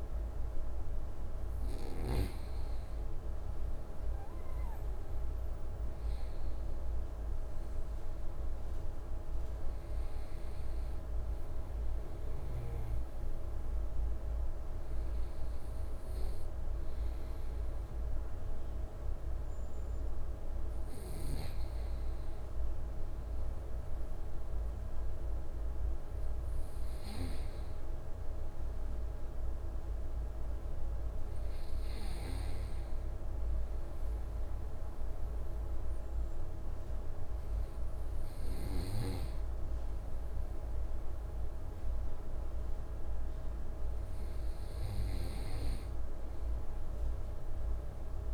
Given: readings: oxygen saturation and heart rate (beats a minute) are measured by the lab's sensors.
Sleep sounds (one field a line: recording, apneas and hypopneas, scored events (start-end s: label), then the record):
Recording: breathing in sleep, hard to hear, by a room microphone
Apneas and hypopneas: none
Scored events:
none scored
From the record:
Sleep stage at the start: N2 (light sleep)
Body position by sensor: on the right side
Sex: male